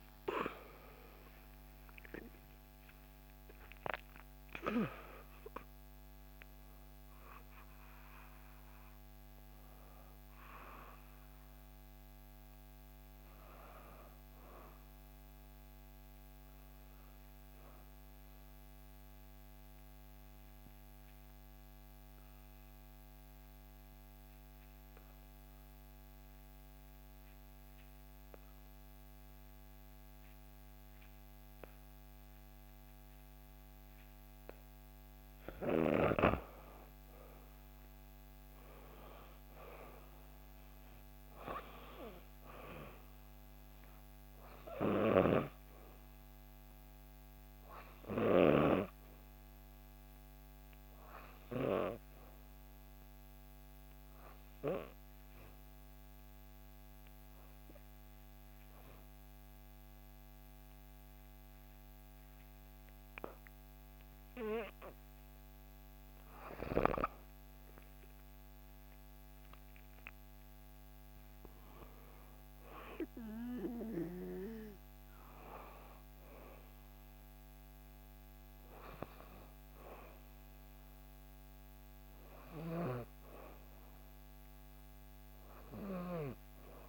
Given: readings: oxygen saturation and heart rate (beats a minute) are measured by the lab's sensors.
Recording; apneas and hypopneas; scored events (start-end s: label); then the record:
breathing in sleep by a microphone on the trachea; 2
0.00-2.00 s: arousal
0.00-16.00 s: oxygen desaturation (device-marked, oxygen 89% lowest, heart rate 59 extreme)
19.00-35.00 s: obstructive apnea (oxygen 98% before, 89% lowest, heart rate 70 before, 60 extreme, up 3 after)
35.00-57.00 s: oxygen desaturation (device-marked, oxygen 97% before, 89% lowest, heart rate 60 before, 60 extreme)
36.50-40.00 s: arousal
55.50-66.00 s: obstructive apnea (oxygen 97% before, 91% lowest, heart rate 62 before, 60 extreme, up 5 after)
68.00-71.00 s: arousal
73.00-86.89 s: oxygen desaturation (device-marked, oxygen 97% before, 93% lowest, heart rate 61 before, 60 extreme)
From the record:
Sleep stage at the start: N2 (light sleep); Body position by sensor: on the back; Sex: female